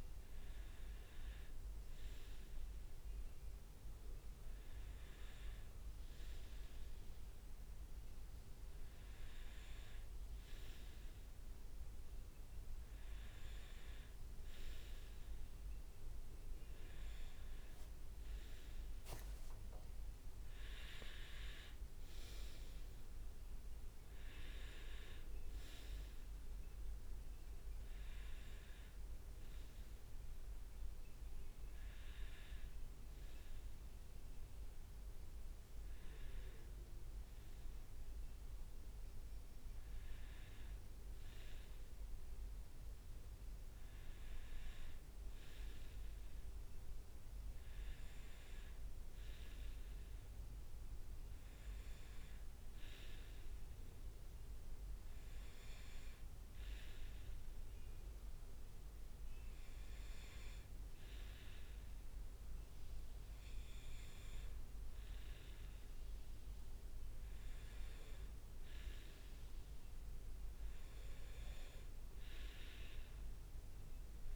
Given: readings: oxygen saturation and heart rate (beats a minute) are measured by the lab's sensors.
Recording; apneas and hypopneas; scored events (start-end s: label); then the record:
breathing in sleep by a room microphone; none
none scored
From the record:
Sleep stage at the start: N2 (light sleep); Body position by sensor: on the right side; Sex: male